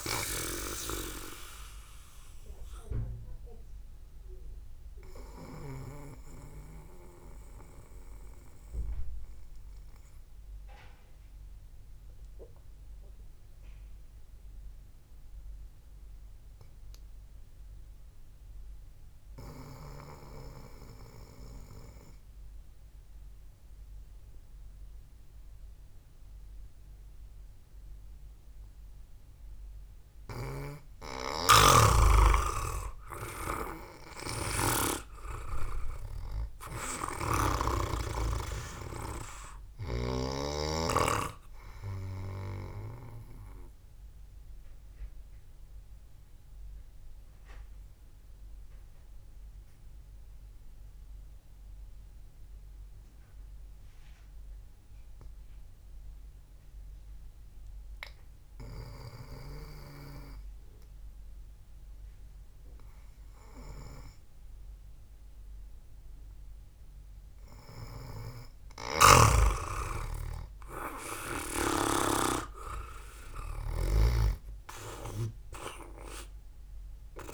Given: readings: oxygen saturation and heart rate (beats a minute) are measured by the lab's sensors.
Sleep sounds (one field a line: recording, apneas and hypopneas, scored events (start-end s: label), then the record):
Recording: breathing in sleep by a room microphone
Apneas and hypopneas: 2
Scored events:
7.50-31.00 s: obstructive apnea (oxygen 98% before, 91% lowest, heart rate 60 before, 59 extreme)
12.00-23.00 s: oxygen desaturation (device-marked, oxygen 95% before, 91% lowest, heart rate 61 before, 59 extreme)
31.50-35.50 s: arousal
32.00-38.50 s: snoring (device-marked)
43.00-61.00 s: oxygen desaturation (device-marked, oxygen 95% before, 91% lowest, heart rate 63 before, 54 extreme)
44.50-60.00 s: obstructive apnea (oxygen 98% before, 89% lowest, heart rate 64 before, 54 extreme, up 1 after)
69.50-73.00 s: snoring (device-marked)
72.00-77.34 s: oxygen desaturation (device-marked, oxygen 98% before, 92% lowest, heart rate 65 before, 58 extreme)
73.00-77.00 s: arousal
From the record:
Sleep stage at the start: N2 (light sleep)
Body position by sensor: on the back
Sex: male